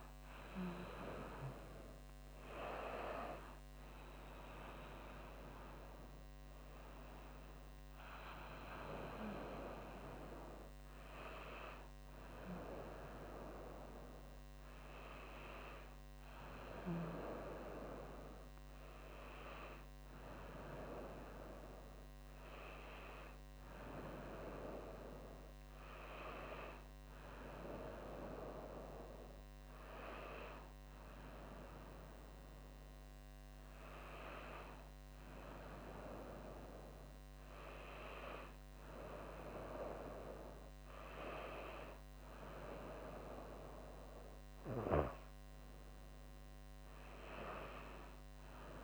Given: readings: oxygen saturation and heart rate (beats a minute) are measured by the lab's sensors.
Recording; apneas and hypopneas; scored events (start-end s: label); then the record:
a person awake in a sleep study, by a microphone on the trachea; none
none scored
From the record:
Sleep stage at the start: awake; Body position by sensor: on the right side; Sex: female